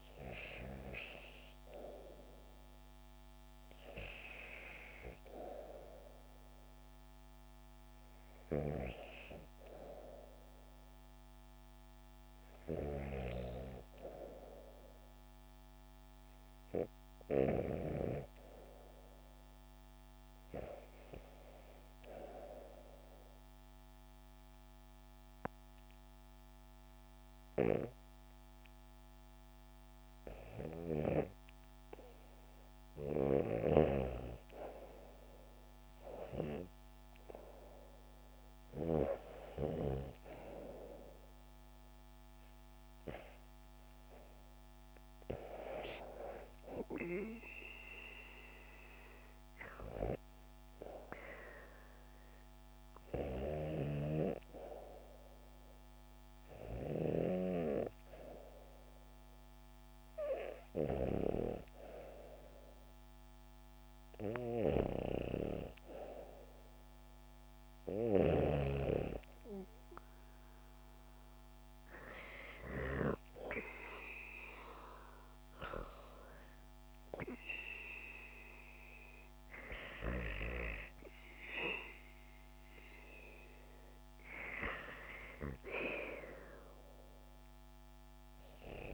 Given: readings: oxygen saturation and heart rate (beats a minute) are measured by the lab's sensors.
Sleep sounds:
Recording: breathing in sleep by a microphone on the trachea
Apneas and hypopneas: 1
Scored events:
23.00-33.00 s: hypopnea (oxygen 98% before, 95% lowest, heart rate 73 before, 72 extreme, up 3 after)
35.50-39.00 s: arousal
73.50-78.50 s: arousal
From the record:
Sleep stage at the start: REM sleep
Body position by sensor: on the back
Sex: female

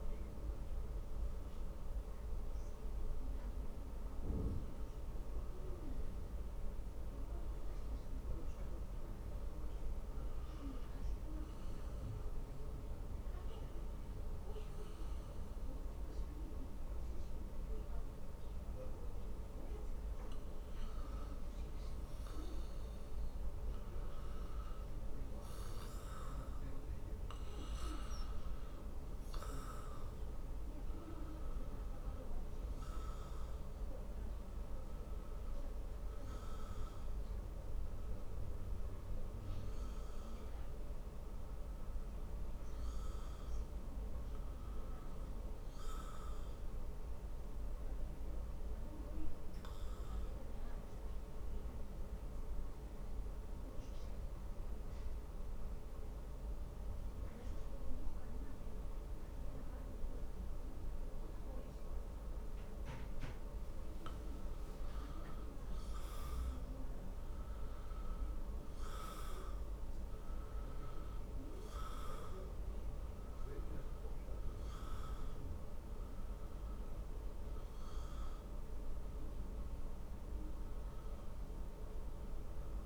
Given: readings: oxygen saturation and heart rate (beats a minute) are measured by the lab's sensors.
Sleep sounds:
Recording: breathing in sleep, hard to hear, by a room microphone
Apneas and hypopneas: 2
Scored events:
1.50-6.00 s: arousal
12.00-23.00 s: obstructive apnea (oxygen 98% before, 93% lowest, heart rate 66 before, 55 extreme, up 3 after)
28.00-42.00 s: oxygen desaturation (device-marked, oxygen 97% before, 93% lowest, heart rate 58 before, 53 extreme)
30.50-35.50 s: arousal
48.50-63.50 s: obstructive apnea (oxygen 97% before, 92% lowest, heart rate 62 before, 54 extreme, up 10 after)
67.50-73.00 s: arousal
From the record:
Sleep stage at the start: N2 (light sleep)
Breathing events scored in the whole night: 168 in 3.0 hours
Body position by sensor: on the back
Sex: male

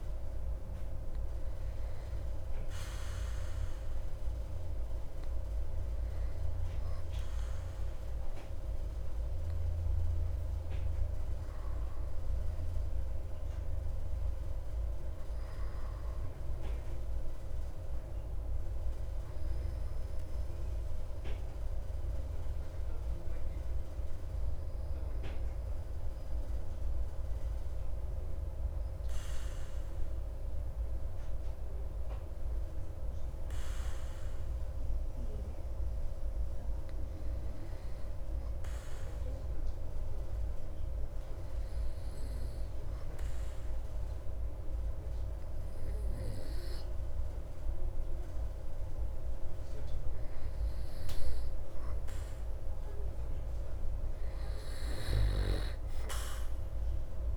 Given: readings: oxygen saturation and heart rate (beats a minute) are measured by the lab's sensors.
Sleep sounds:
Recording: breathing in sleep, hard to hear, by a room microphone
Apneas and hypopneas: 1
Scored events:
32.00-53.00 s: obstructive apnea (oxygen 97% before, 93% lowest)
54.00-57.37 s: arousal
From the record:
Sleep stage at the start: N2 (light sleep)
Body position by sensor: on the back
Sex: male

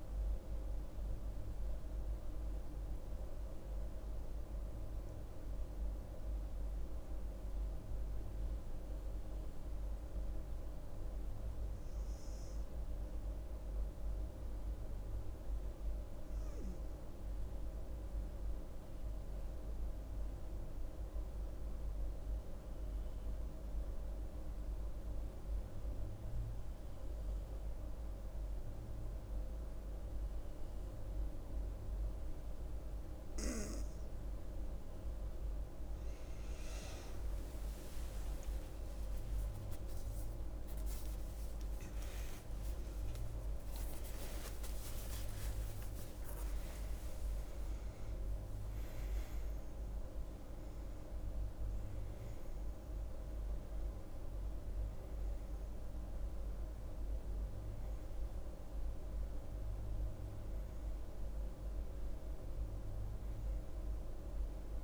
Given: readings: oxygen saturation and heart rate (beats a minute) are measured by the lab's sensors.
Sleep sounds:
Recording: breathing in sleep, hard to hear, by a room microphone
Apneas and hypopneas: 1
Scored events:
17.00-33.00 s: mixed apnea (oxygen 98% before, 91% lowest, heart rate 83 before, 71 extreme, up 38 after)
31.00-59.00 s: oxygen desaturation (device-marked, oxygen 98% before, 91% lowest, heart rate 76 before, 75 extreme)
36.00-64.84 s: new sleep stage, N1 (lightest sleep)
38.00-44.00 s: arousal
From the record:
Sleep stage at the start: N2 (light sleep)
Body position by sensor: on the back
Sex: female

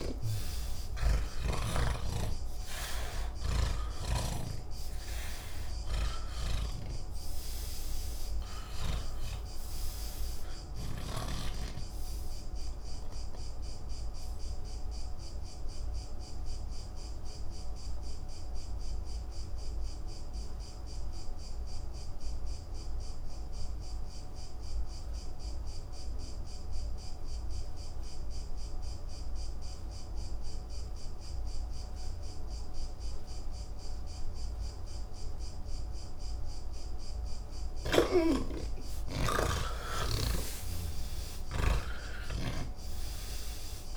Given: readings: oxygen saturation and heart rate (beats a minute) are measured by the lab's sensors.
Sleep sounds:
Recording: breathing in sleep by a room microphone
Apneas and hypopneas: 1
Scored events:
0.00-27.00 s: oxygen desaturation (device-marked, oxygen 80% lowest)
13.00-36.00 s: obstructive apnea (oxygen 98% before, 80% lowest)
34.00-43.97 s: oxygen desaturation (device-marked, oxygen 98% before, 82% lowest)
From the record:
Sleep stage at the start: N3 (deep sleep)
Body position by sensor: on the back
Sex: male

